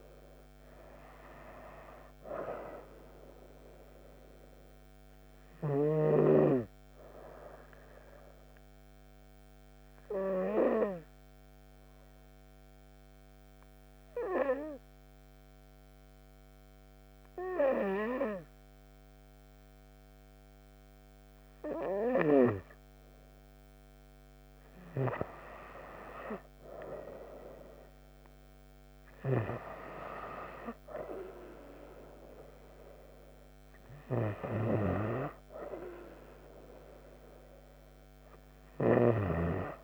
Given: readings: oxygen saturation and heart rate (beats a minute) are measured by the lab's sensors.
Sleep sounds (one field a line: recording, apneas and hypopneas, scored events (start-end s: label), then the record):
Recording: breathing in sleep by a microphone on the trachea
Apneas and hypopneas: 1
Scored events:
0.00-7.50 s: oxygen desaturation (device-marked, oxygen 92% lowest)
8.00-22.50 s: hypopnea (oxygen 97% before, 91% lowest)
26.00-30.50 s: arousal
29.50-39.84 s: oxygen desaturation (device-marked, oxygen 96% before, 92% lowest)
From the record:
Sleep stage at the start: N2 (light sleep)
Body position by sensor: on the right side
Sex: female